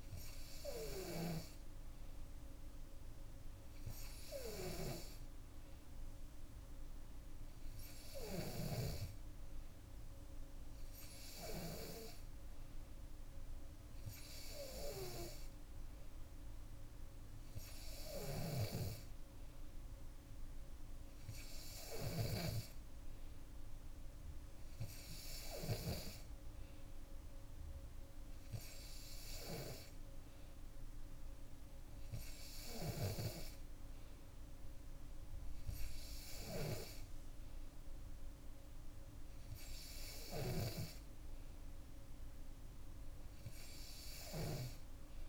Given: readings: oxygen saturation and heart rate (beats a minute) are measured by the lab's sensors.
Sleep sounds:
breathing in sleep by a room microphone; none
none scored
From the record:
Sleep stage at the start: N2 (light sleep); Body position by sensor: on the back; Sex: female

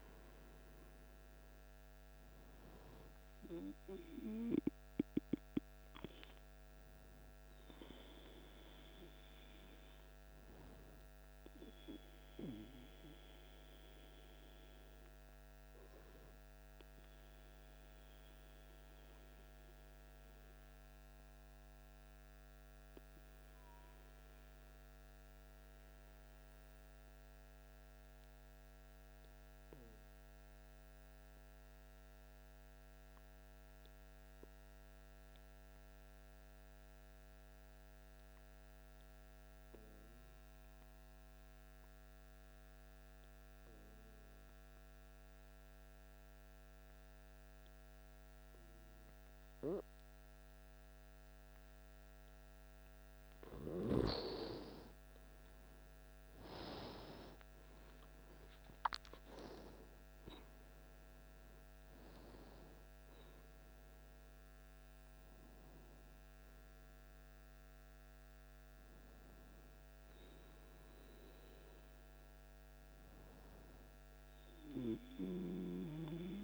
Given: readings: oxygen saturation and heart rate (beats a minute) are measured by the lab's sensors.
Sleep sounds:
breathing in sleep by a microphone on the trachea; 1
17.50-52.00 s: obstructive apnea (oxygen 98% before, 92% lowest, heart rate 56 before, 53 extreme, up 12 after)
48.50-59.50 s: oxygen desaturation (device-marked, oxygen 99% before, 95% lowest, heart rate 55 before, 54 extreme)
56.00-60.50 s: arousal
65.50-76.44 s: oxygen desaturation (device-marked, oxygen 96% before, 92% lowest, heart rate 60 before, 54 extreme)
From the record:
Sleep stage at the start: N2 (light sleep); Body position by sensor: on the back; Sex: male

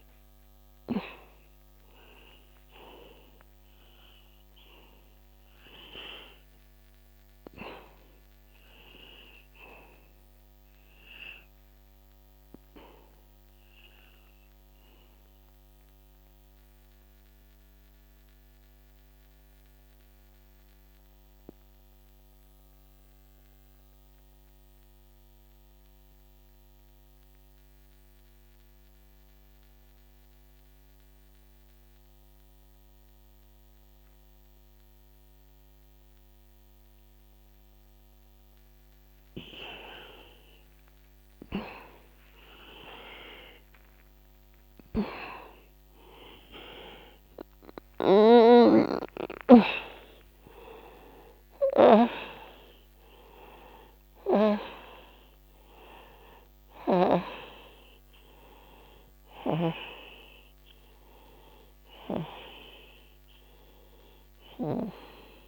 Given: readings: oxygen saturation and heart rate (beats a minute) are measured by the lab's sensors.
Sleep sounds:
breathing in sleep by a microphone on the trachea; 1
0.00-26.50 s: oxygen desaturation (device-marked, oxygen 85% lowest, heart rate 36 extreme)
15.50-41.50 s: obstructive apnea (oxygen 96% before, 83% lowest, heart rate 59 before, 36 extreme, up 18 after)
43.00-47.00 s: arousal
45.50-65.48 s: oxygen desaturation (device-marked, oxygen 97% before, 83% lowest, heart rate 51 before, 36 extreme)
From the record:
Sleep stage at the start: N2 (light sleep); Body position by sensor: on the back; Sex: male

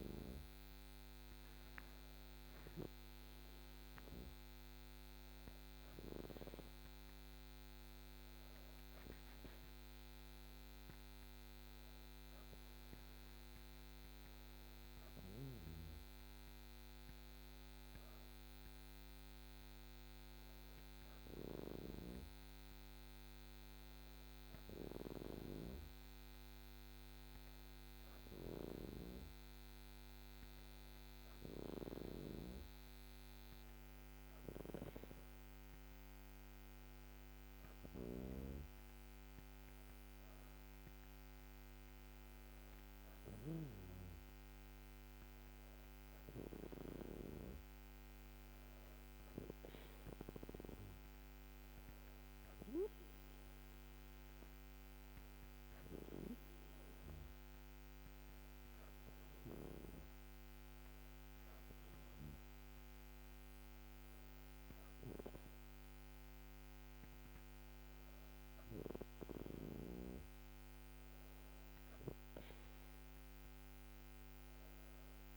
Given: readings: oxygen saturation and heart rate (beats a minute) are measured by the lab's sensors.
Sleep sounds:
breathing in sleep by a microphone on the trachea; none
2.00-6.50 s: arousal
From the record:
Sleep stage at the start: N2 (light sleep); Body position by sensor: on the back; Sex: female

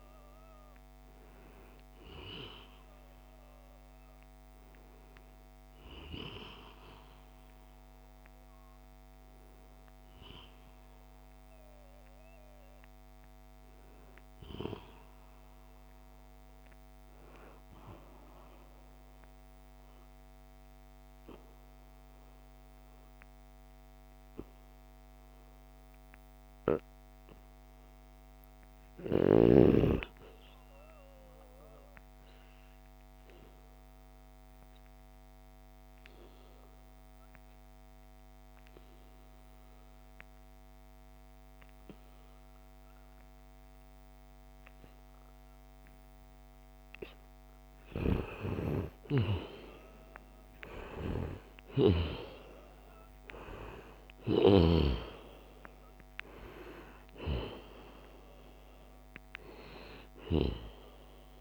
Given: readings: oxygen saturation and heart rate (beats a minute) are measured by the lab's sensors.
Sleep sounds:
breathing in sleep by a microphone on the trachea; 1
0.00-16.00 s: oxygen desaturation (device-marked, oxygen 86% lowest, heart rate 68 extreme)
33.50-47.00 s: obstructive apnea (oxygen 98% before, 89% lowest, heart rate 77 before, 72 extreme, up 5 after)
39.00-61.41 s: oxygen desaturation (device-marked, oxygen 97% before, 89% lowest, heart rate 76 before, 69 extreme)
48.50-52.50 s: arousal
56.00-58.00 s: long interval between heartbeats (device-marked, heart rate 74 before, 88 extreme)
From the record:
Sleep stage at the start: N2 (light sleep); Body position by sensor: on the back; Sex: male

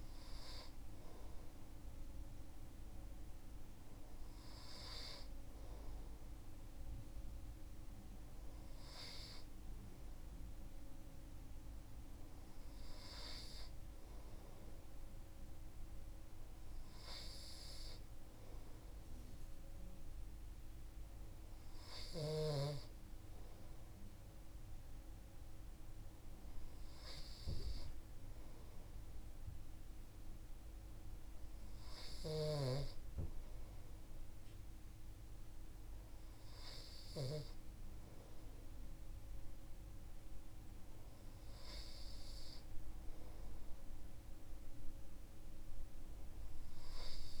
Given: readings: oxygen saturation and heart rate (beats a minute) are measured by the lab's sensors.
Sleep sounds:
breathing in sleep by a room microphone; none
31.50-37.00 s: snoring (device-marked)
From the record:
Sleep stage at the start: N2 (light sleep); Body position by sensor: on the right side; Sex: male

